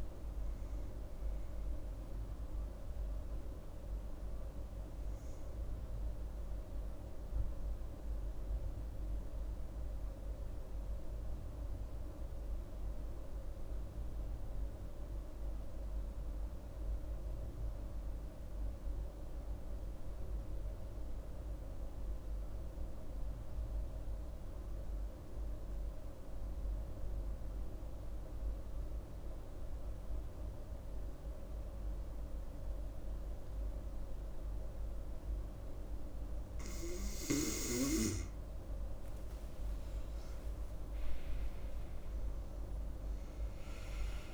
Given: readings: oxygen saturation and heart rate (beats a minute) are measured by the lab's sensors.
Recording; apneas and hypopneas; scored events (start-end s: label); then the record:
breathing in sleep, hard to hear, by a room microphone; 1
0.00-9.00 s: oxygen desaturation (device-marked, oxygen 91% lowest)
5.50-35.00 s: obstructive apnea (oxygen 96% before, 90% lowest)
27.00-44.34 s: oxygen desaturation (device-marked, oxygen 98% before, 90% lowest)
39.00-42.50 s: arousal
From the record:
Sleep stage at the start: N2 (light sleep); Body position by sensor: on the right side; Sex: female